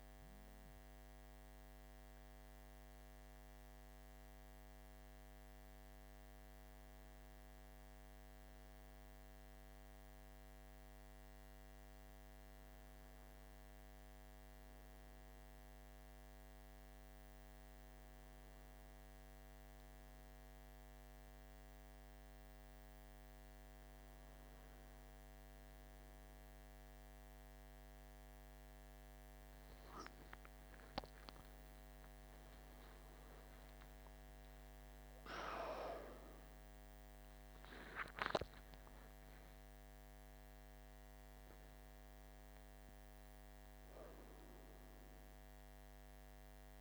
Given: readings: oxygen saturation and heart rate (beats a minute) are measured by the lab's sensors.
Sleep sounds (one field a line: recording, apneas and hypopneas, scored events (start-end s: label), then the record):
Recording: a person awake in a sleep study, hard to hear, by a microphone on the trachea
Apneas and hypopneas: none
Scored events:
none scored
From the record:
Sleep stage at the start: awake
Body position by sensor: on the right side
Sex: male